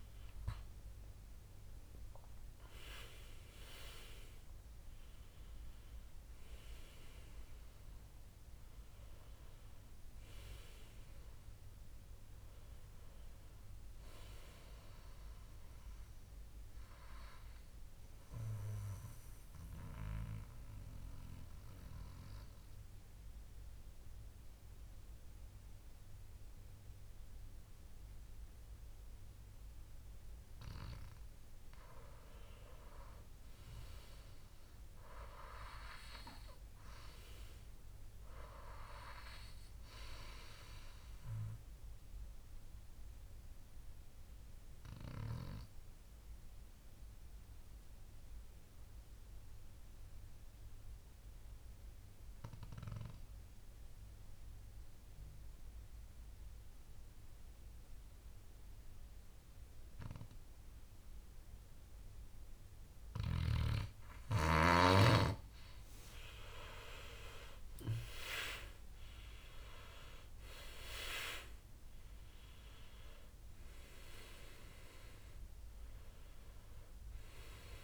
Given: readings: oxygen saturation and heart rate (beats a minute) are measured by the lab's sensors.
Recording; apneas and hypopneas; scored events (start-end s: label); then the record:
breathing in sleep by a room microphone; 2
0.00-1.00 s: arousal
0.00-25.50 s: oxygen desaturation (device-marked, oxygen 92% lowest, heart rate 62 extreme)
17.50-30.00 s: mixed apnea (oxygen 97% before, 91% lowest, heart rate 73 before, 62 extreme, up 5 after)
33.50-38.00 s: arousal
42.00-64.50 s: mixed apnea (oxygen 98% before, 91% lowest, heart rate 64 before, 62 extreme, up 14 after)
66.00-70.00 s: arousal
68.50-77.84 s: oxygen desaturation (device-marked, oxygen 97% before, 91% lowest, heart rate 64 before, 62 extreme)
From the record:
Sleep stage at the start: N2 (light sleep); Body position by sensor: on the back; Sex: male